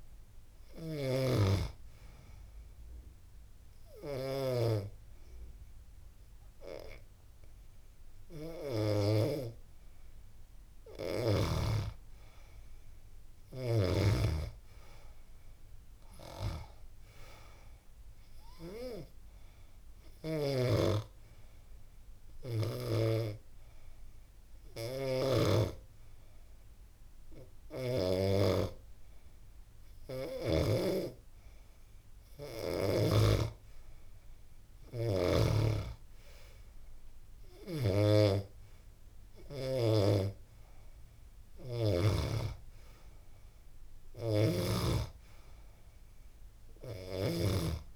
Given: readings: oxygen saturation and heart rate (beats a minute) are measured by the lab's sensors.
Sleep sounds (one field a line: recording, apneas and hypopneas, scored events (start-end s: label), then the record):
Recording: breathing in sleep by a room microphone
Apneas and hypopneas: 1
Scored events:
10.00-13.50 s: arousal
16.00-29.00 s: oxygen desaturation (device-marked, oxygen 95% before, 91% lowest, heart rate 86 before, 85 extreme)
19.00-31.50 s: hypopnea (oxygen 95% before, 90% lowest, heart rate 87 before, 85 extreme, up 4 after)
34.00-47.00 s: oxygen desaturation (device-marked, oxygen 95% before, 90% lowest, heart rate 88 before, 86 extreme)
From the record:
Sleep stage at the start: N2 (light sleep)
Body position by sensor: on the back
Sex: female